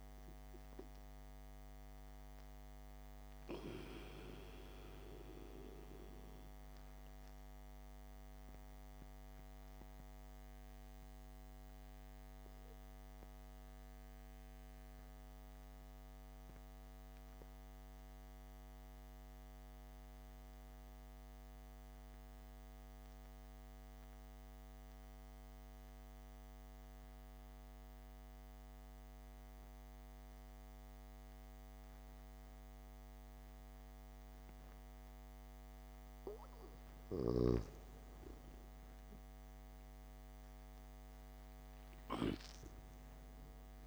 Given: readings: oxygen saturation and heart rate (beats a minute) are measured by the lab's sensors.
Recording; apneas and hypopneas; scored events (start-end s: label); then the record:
breathing in sleep by a microphone on the trachea; 1
0.00-22.00 s: oxygen desaturation (device-marked, oxygen 89% lowest, heart rate 60 extreme)
5.00-37.00 s: obstructive apnea (oxygen 99% before, 89% lowest, heart rate 60 before, 59 extreme, up 2 after)
39.00-42.50 s: arousal
39.00-43.87 s: oxygen desaturation (device-marked, oxygen 98% before, 90% lowest, heart rate 67 before, 59 extreme)
From the record:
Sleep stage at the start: N2 (light sleep); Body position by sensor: on the back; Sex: male